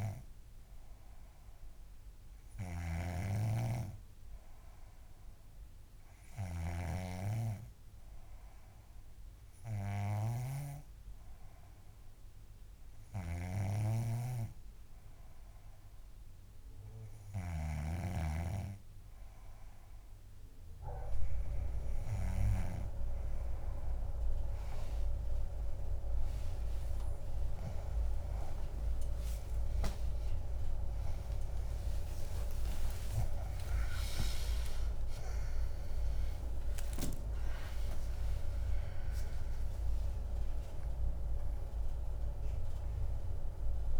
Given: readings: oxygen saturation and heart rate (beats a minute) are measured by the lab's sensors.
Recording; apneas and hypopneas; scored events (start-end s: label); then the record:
a person partly awake in a sleep study, by a room microphone; none
0.00-23.00 s: snoring (device-marked)
25.50-44.00 s: new sleep stage, awake
From the record:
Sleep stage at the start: N2 (light sleep); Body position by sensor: on the back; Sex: female